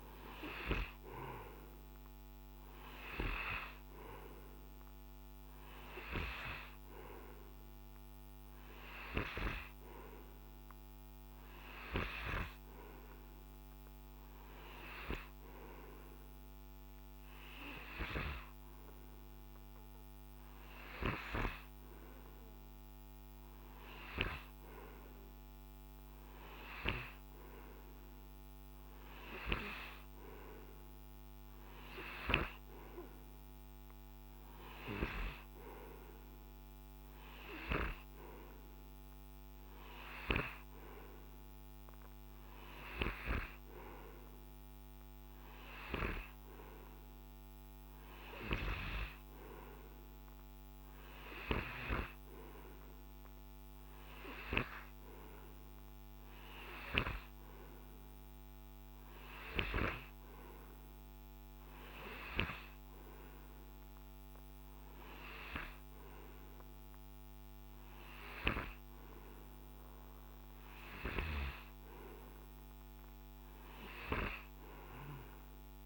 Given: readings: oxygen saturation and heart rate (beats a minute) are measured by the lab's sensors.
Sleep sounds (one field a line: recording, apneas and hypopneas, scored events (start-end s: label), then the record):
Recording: breathing in sleep by a microphone on the trachea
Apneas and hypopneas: none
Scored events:
70.50-75.85 s: snoring (device-marked)
From the record:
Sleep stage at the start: N2 (light sleep)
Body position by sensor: on the right side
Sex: male